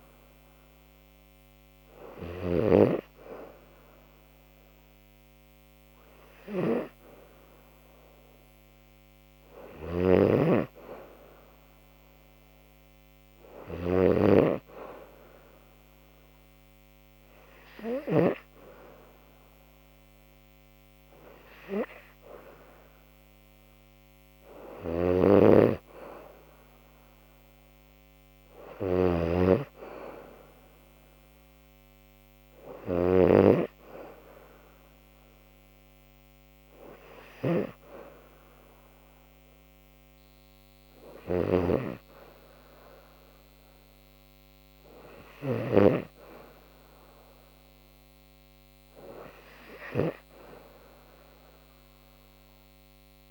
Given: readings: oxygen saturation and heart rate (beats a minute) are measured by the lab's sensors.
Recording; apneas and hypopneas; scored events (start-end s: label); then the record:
breathing in sleep by a microphone on the trachea; none
none scored
From the record:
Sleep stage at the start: N2 (light sleep); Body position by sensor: on the back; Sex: female